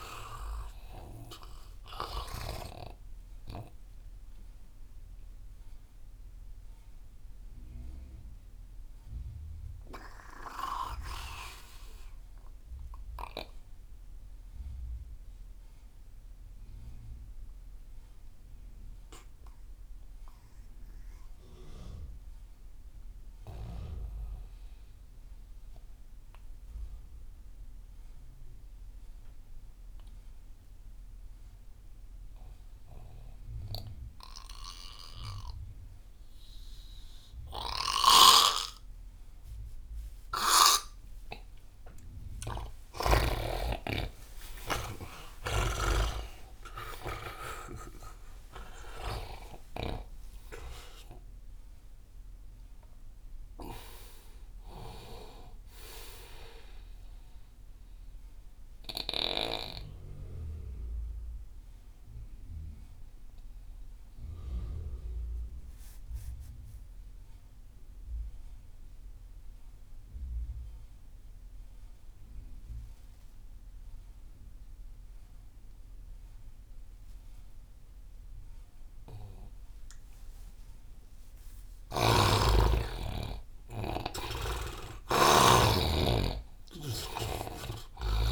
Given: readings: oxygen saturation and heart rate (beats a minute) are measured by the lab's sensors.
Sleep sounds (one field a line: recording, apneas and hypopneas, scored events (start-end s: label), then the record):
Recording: breathing in sleep by a room microphone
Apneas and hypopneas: 2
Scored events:
0.00-3.00 s: snoring (device-marked)
0.00-13.50 s: oxygen desaturation (device-marked, oxygen 85% lowest)
4.50-41.50 s: mixed apnea (oxygen 99% before, 85% lowest)
30.50-66.50 s: oxygen desaturation (device-marked, oxygen 99% before, 85% lowest)
38.00-46.50 s: snoring (device-marked)
43.00-48.50 s: arousal
59.00-80.50 s: obstructive apnea (oxygen 98% before, 85% lowest)
82.00-84.50 s: arousal
82.50-88.32 s: oxygen desaturation (device-marked, oxygen 99% before, 90% lowest)
87.00-88.32 s: snoring (device-marked)
From the record:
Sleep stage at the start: N2 (light sleep)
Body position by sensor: on the right side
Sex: male